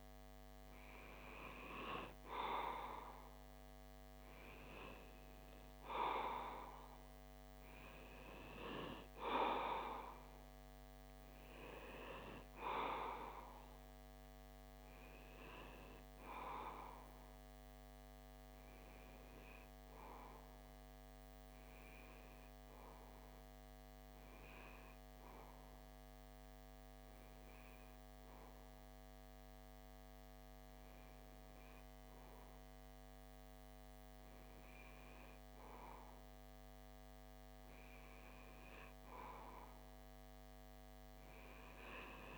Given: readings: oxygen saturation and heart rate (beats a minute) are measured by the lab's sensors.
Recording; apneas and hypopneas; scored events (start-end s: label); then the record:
breathing in sleep by a microphone on the trachea; 1
0.00-1.00 s: arousal
17.50-38.00 s: hypopnea (oxygen 96% before, 93% lowest)
39.50-42.38 s: arousal
From the record:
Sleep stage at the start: N2 (light sleep); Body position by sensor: on the left side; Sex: male